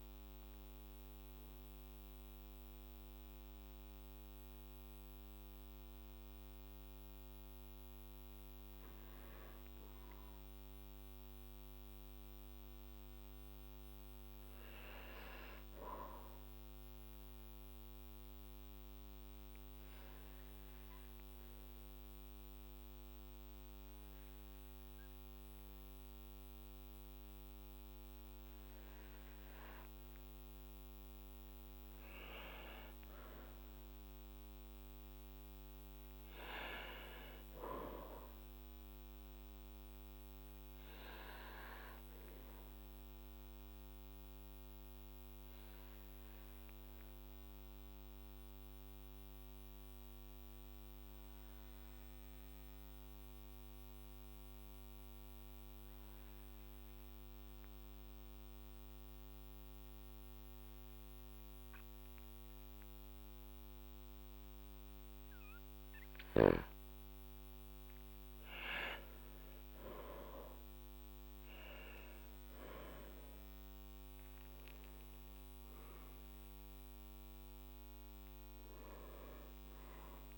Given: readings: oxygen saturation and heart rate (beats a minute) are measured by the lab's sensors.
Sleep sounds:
a person partly awake in a sleep study, by a microphone on the trachea; 2
7.00-37.00 s: new sleep stage, N1 (lightest sleep)
16.50-31.00 s: obstructive apnea (oxygen 99% before, 96% lowest, heart rate 58 before, 50 extreme, up 1 after)
33.00-36.50 s: arousal
37.00-80.38 s: new sleep stage, N2 (light sleep)
42.50-66.50 s: obstructive apnea (oxygen 100% before, 95% lowest, heart rate 55 before, 50 extreme, up 11 after)
69.50-75.50 s: arousal
From the record:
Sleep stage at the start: awake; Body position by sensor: on the back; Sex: male

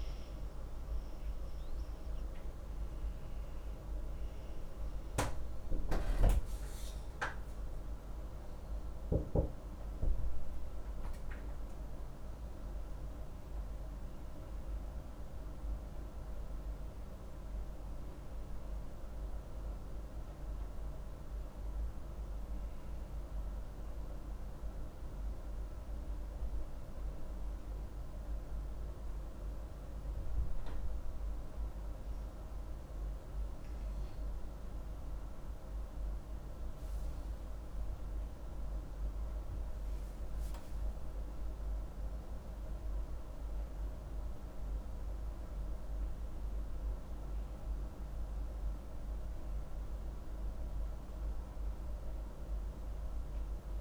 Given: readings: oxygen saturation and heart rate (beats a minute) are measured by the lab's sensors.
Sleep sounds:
a person partly awake in a sleep study, hard to hear, by a room microphone; none
27.50-53.81 s: new sleep stage, awake
From the record:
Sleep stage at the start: N2 (light sleep); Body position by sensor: on the back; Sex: female

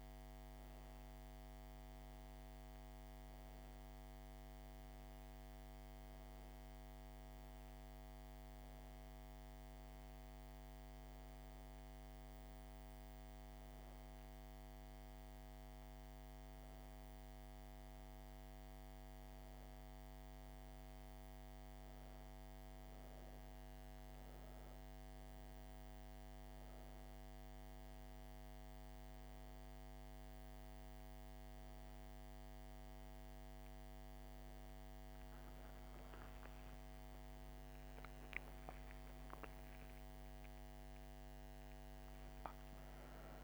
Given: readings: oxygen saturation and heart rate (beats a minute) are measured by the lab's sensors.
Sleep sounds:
a person awake in a sleep study, hard to hear, by a microphone on the trachea; none
none scored
From the record:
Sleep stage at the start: awake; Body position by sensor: on the back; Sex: female

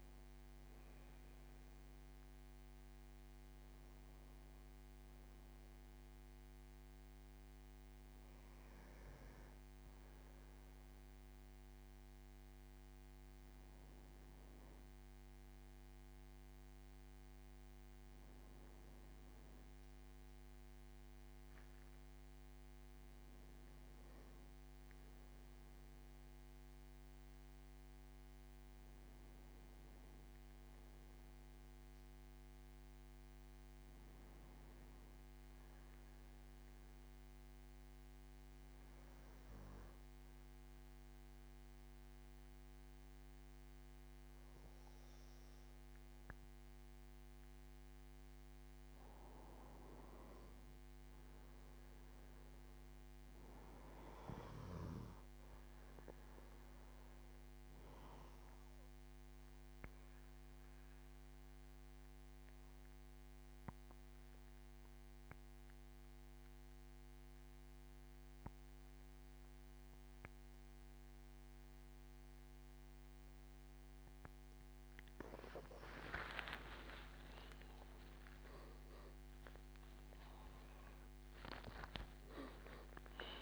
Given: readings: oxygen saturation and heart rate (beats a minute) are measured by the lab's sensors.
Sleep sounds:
breathing in sleep by a microphone on the trachea; 2
35.00-83.42 s: new sleep stage, N2 (light sleep)
37.00-49.00 s: obstructive apnea (oxygen 97% before, 91% lowest, heart rate 81 before, 76 extreme, up 2 after)
51.00-54.50 s: arousal
60.00-75.00 s: obstructive apnea (oxygen 96% before, 91% lowest, heart rate 80 before, 75 extreme, up 17 after)
77.00-81.50 s: arousal
77.00-83.42 s: oxygen desaturation (device-marked, oxygen 96% before, 91% lowest, heart rate 79 before, 73 extreme)
From the record:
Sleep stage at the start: N1 (lightest sleep); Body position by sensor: on the back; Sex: male

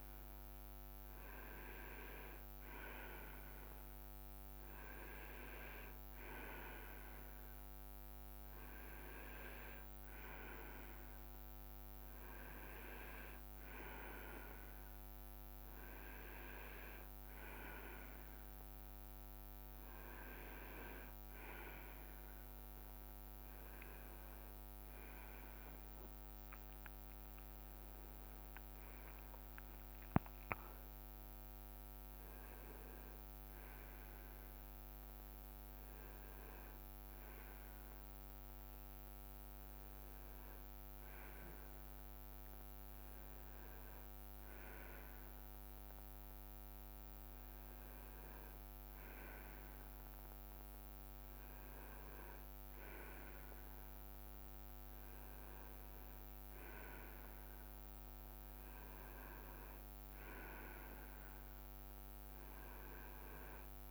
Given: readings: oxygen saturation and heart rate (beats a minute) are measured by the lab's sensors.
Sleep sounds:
breathing in sleep by a microphone on the trachea; none
19.50-21.00 s: leg movement (device-marked)
23.00-25.50 s: leg movement (device-marked)
23.00-27.50 s: arousal
27.00-29.50 s: leg movement (device-marked)
32.00-33.50 s: leg movement (device-marked)
36.00-37.00 s: leg movement (device-marked)
40.00-45.50 s: leg movement (device-marked)
47.00-49.00 s: leg movement (device-marked)
53.00-57.00 s: leg movement (device-marked)
58.00-62.00 s: leg movement (device-marked)
From the record:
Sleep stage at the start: N2 (light sleep); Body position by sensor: on the right side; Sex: male

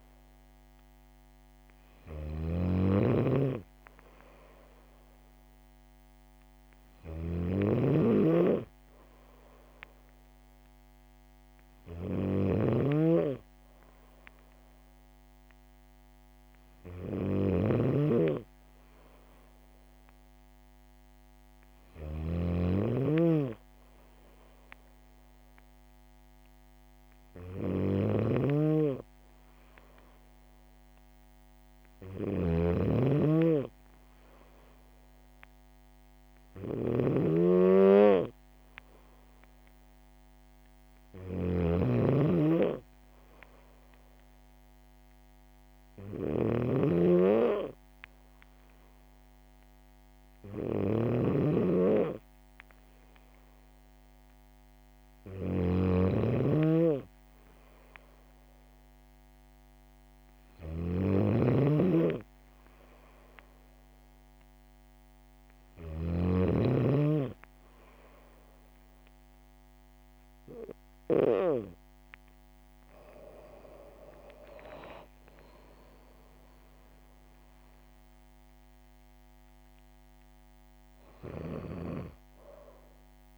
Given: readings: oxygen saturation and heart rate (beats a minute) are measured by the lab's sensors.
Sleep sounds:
breathing in sleep by a microphone on the trachea; none
0.00-66.00 s: snoring (device-marked)
73.50-77.00 s: arousal
From the record:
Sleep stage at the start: N2 (light sleep); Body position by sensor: on the back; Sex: female

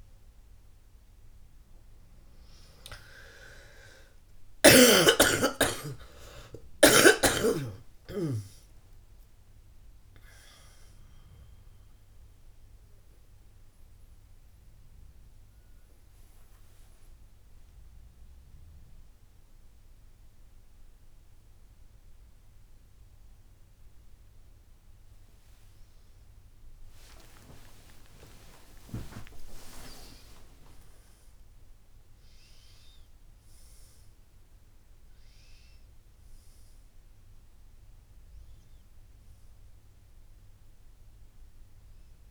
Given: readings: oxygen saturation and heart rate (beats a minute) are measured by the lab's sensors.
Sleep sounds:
a person awake in a sleep study, by a room microphone; none
22.00-42.31 s: new sleep stage, N1 (lightest sleep)
From the record:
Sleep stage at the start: awake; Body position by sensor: on the back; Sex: female

